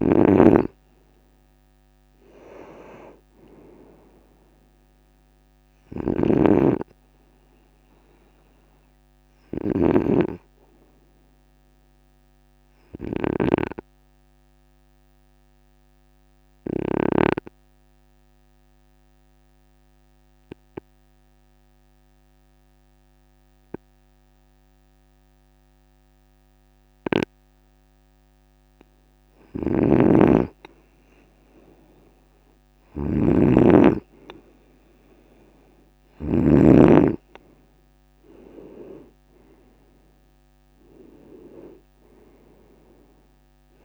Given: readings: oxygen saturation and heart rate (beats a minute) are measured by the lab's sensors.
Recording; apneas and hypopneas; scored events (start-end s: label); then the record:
breathing in sleep by a microphone on the trachea; 1
0.00-16.50 s: snoring (device-marked)
14.00-28.50 s: obstructive apnea (oxygen 96% before, 95% lowest, heart rate 54 before, 51 extreme, up 5 after)
29.00-36.00 s: snoring (device-marked)
32.50-37.50 s: arousal
From the record:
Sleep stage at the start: N2 (light sleep); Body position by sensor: on the right side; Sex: male